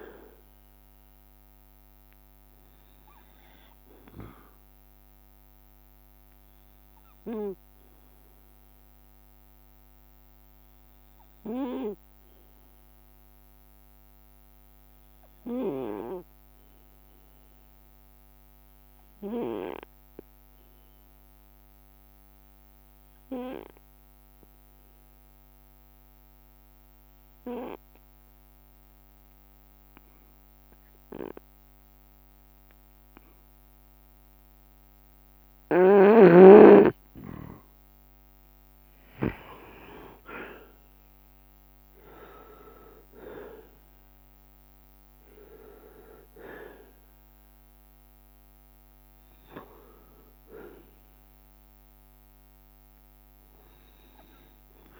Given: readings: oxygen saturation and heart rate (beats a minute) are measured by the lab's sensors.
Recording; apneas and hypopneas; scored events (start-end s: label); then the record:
breathing in sleep by a microphone on the trachea; 1
0.00-5.00 s: drop in pulse transit time (device-marked, heart rate 65 extreme)
0.00-20.00 s: oxygen desaturation (device-marked, oxygen 91% lowest, heart rate 62 extreme)
4.00-5.00 s: leg movement (device-marked)
5.50-34.00 s: obstructive apnea (oxygen 98% before, 91% lowest, heart rate 67 before, 62 extreme, up 3 after)
35.00-55.00 s: oxygen desaturation (device-marked, oxygen 98% before, 92% lowest, heart rate 66 before, 61 extreme)
38.00-52.00 s: drop in pulse transit time (device-marked, heart rate 66 before, 67 extreme)
38.50-42.50 s: arousal
39.00-44.50 s: leg movement (device-marked)
From the record:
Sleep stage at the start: N2 (light sleep); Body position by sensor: on the right side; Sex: male